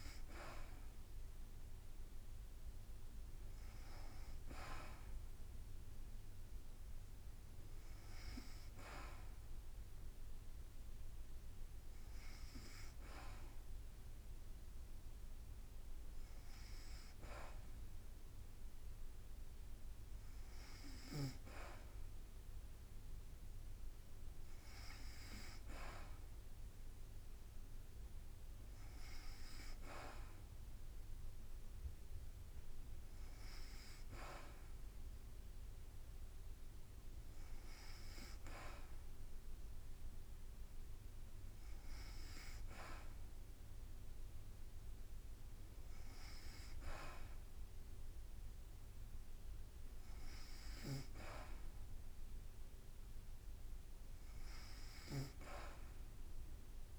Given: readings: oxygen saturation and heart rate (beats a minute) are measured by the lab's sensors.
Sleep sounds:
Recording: breathing in sleep by a room microphone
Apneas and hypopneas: none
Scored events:
none scored
From the record:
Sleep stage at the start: N2 (light sleep)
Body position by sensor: on the back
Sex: female

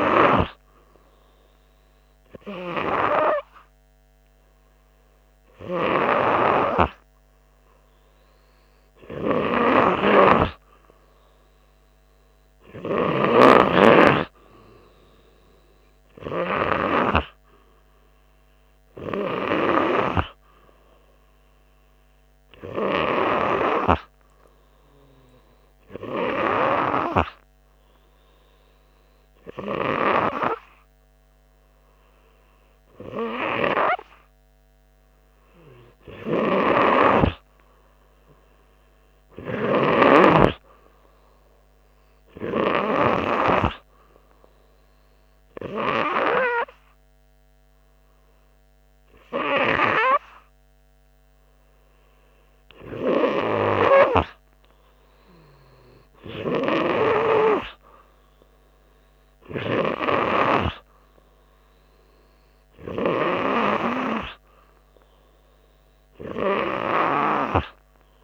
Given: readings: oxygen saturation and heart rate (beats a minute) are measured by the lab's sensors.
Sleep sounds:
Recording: breathing in sleep by a microphone on the trachea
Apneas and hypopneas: none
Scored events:
none scored
From the record:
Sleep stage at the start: N3 (deep sleep)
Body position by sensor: on the front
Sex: male

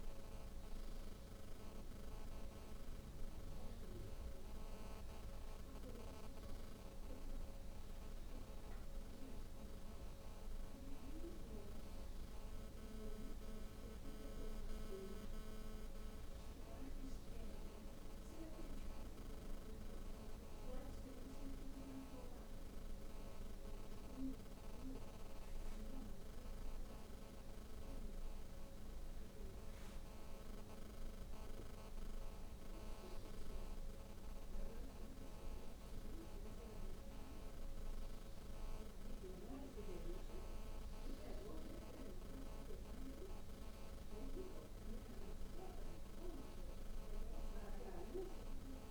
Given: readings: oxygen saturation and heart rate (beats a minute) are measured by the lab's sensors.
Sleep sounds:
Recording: breathing in sleep by a room microphone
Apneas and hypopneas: none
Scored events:
14.00-48.91 s: new sleep stage, N2 (light sleep)
From the record:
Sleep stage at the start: N1 (lightest sleep)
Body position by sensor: on the back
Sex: female

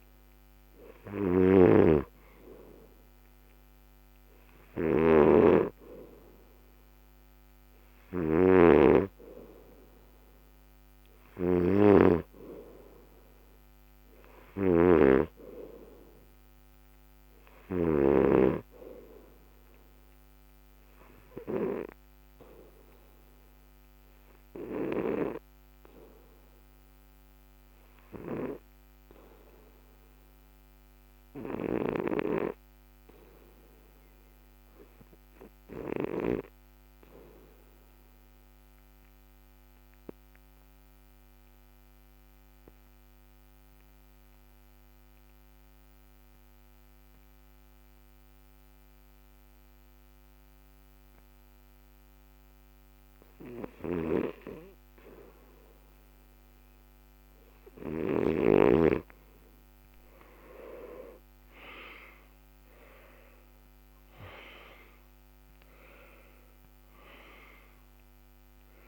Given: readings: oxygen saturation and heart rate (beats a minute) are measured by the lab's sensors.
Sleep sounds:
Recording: breathing in sleep by a microphone on the trachea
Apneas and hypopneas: 1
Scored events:
0.00-2.00 s: arousal
0.00-18.00 s: snoring (device-marked)
0.00-19.50 s: oxygen desaturation (device-marked, oxygen 89% lowest, heart rate 64 extreme)
24.00-57.50 s: obstructive apnea (oxygen 96% before, 77% lowest, heart rate 73 before, 58 extreme, up 17 after)
37.50-68.88 s: new sleep stage, REM sleep
39.50-68.88 s: oxygen desaturation (device-marked, oxygen 94% before, 77% lowest, heart rate 71 before, 58 extreme)
60.50-64.50 s: arousal
From the record:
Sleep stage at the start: N2 (light sleep)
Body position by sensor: on the back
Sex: male

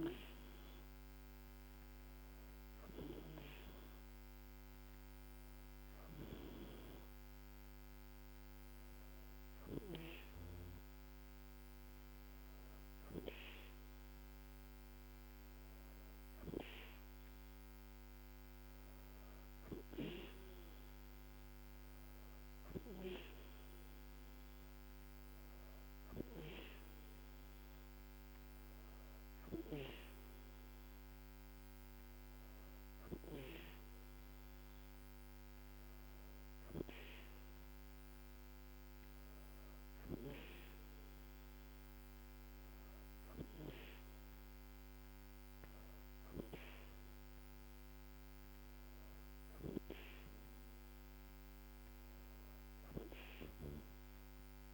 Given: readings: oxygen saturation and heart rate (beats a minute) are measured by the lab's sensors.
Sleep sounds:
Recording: breathing in sleep by a microphone on the trachea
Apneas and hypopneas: none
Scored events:
none scored
From the record:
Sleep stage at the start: N2 (light sleep)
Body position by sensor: on the back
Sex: female

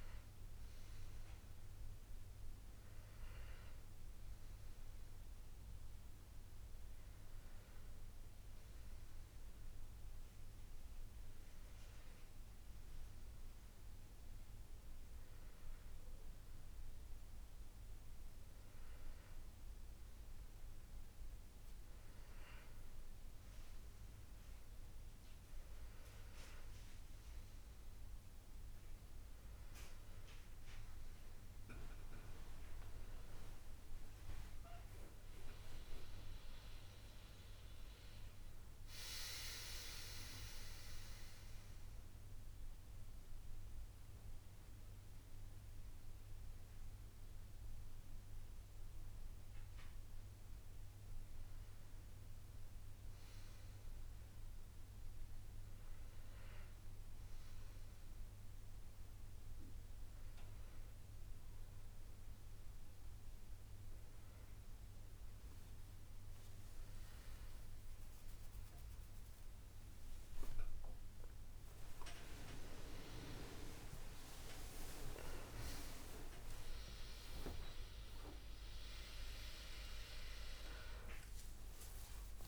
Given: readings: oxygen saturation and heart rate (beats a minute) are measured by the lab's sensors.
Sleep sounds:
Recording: a person partly awake in a sleep study, by a room microphone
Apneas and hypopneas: none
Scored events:
59.50-82.48 s: new sleep stage, awake
From the record:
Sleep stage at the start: N1 (lightest sleep)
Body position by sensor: on the back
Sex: male

